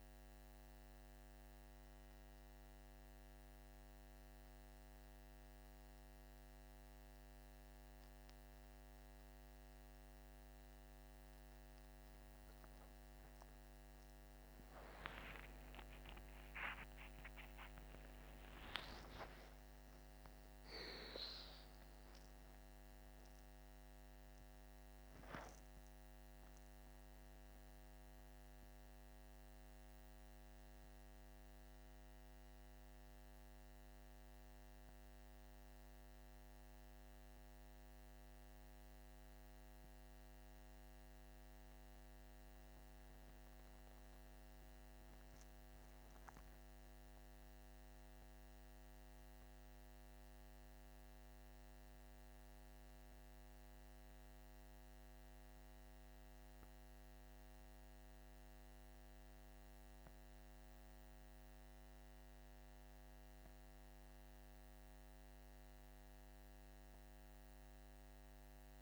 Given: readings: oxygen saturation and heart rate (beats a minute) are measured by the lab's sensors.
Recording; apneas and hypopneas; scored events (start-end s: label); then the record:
breathing in sleep, hard to hear, by a microphone on the trachea; 1
12.00-18.50 s: arousal
26.00-56.00 s: new sleep stage, N2 (light sleep)
28.50-41.50 s: obstructive apnea (oxygen 97% before, 96% lowest, heart rate 58 before, 48 extreme, up 11 after)
44.50-48.50 s: arousal
56.00-68.82 s: new sleep stage, N1 (lightest sleep)
From the record:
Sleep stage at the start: N1 (lightest sleep); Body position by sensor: on the back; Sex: male